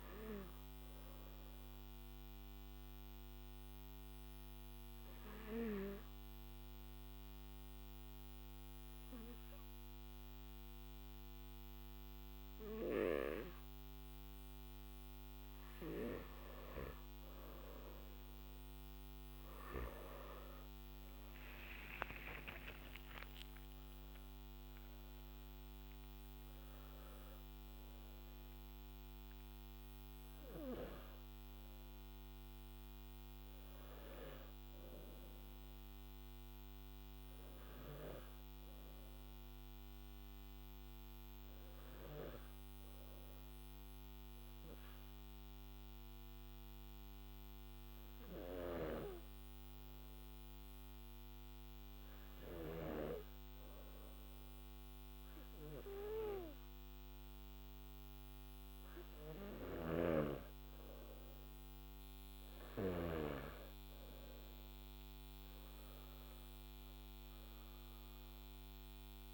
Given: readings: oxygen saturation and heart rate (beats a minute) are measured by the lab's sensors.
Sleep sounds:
breathing in sleep by a microphone on the trachea; 2
1.00-14.50 s: obstructive apnea (oxygen 98% before, 93% lowest, heart rate 57 before, 50 extreme, up 13 after)
21.00-49.00 s: oxygen desaturation (device-marked, oxygen 97% before, 93% lowest, heart rate 52 before, 50 extreme)
43.00-59.00 s: hypopnea (oxygen 97% before, 93% lowest, heart rate 56 before, 52 extreme, up 10 after)
62.00-69.34 s: oxygen desaturation (device-marked, oxygen 98% before, 94% lowest, heart rate 53 before, 51 extreme)
From the record:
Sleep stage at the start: N1 (lightest sleep); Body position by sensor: on the back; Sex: male

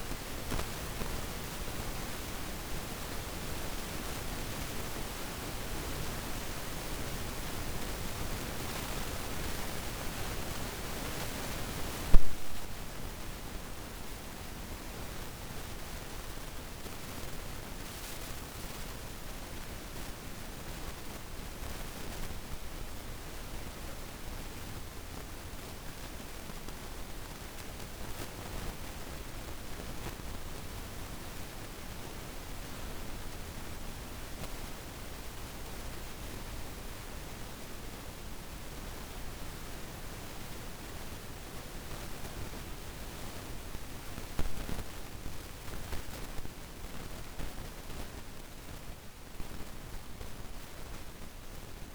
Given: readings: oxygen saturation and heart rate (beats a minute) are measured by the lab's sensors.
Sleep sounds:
a person partly awake in a sleep study, by a room microphone; none
13.00-51.95 s: new sleep stage, N1 (lightest sleep)
From the record:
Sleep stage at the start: awake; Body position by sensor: on the back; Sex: female

